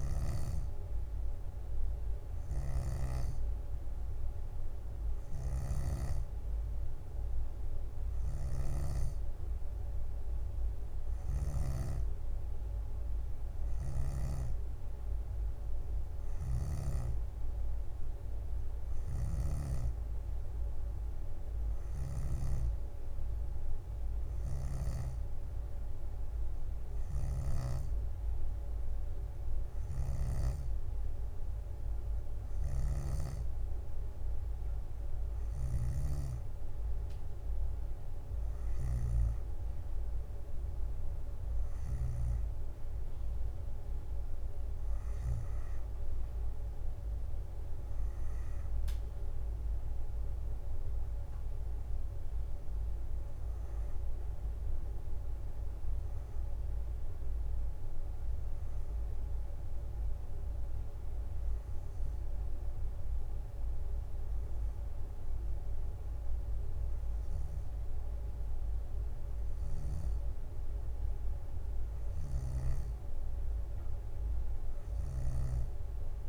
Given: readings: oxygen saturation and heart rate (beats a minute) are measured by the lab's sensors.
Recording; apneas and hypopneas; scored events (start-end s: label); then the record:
breathing in sleep by a room microphone; none
2.50-14.50 s: snoring (device-marked)
8.00-10.00 s: leg movement (device-marked)
11.00-15.00 s: leg movement (device-marked)
18.00-25.00 s: bradycardia (device-marked, heart rate 64 before, 57 extreme)
19.00-22.50 s: snoring (device-marked)
24.00-25.50 s: leg movement (device-marked)
27.00-33.50 s: snoring (device-marked)
29.50-31.50 s: leg movement (device-marked)
35.50-39.00 s: snoring (device-marked)
41.00-42.50 s: leg movement (device-marked)
60.00-62.00 s: bradycardia (device-marked, heart rate 64 before, 61 extreme)
68.00-70.00 s: bradycardia (device-marked, heart rate 64 before, 62 extreme)
From the record:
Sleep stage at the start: N2 (light sleep); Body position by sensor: on the back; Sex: female